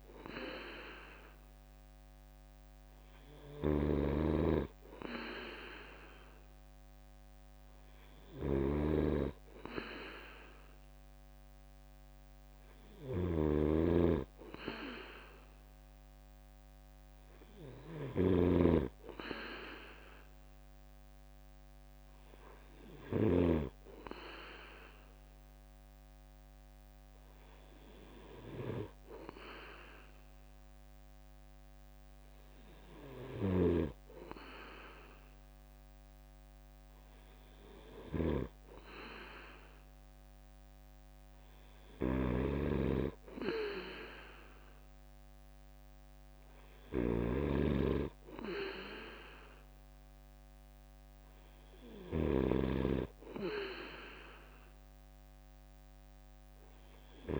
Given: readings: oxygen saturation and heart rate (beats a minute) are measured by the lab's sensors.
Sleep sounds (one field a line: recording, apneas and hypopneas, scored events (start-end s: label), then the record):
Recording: breathing in sleep by a microphone on the trachea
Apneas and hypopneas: none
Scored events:
0.00-23.50 s: snoring (device-marked)
42.00-57.40 s: snoring (device-marked)
From the record:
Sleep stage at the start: N2 (light sleep)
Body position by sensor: on the right side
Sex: male